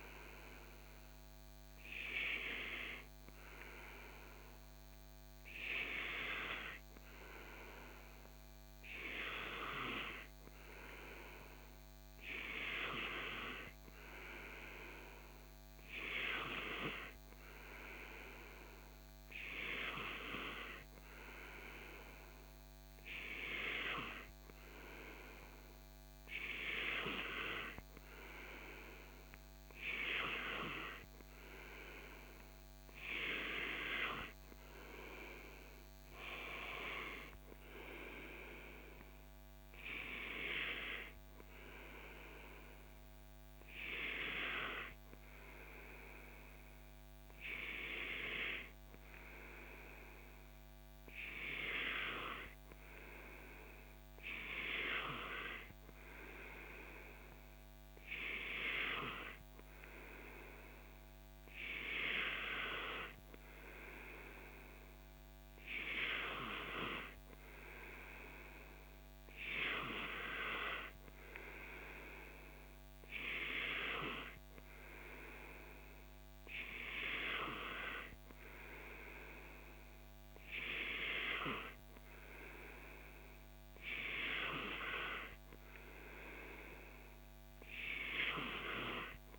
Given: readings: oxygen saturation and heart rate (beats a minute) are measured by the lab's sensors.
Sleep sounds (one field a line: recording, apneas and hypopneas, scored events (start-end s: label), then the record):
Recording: breathing in sleep by a microphone on the trachea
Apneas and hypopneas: none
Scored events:
none scored
From the record:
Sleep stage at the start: N2 (light sleep)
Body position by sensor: on the back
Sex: male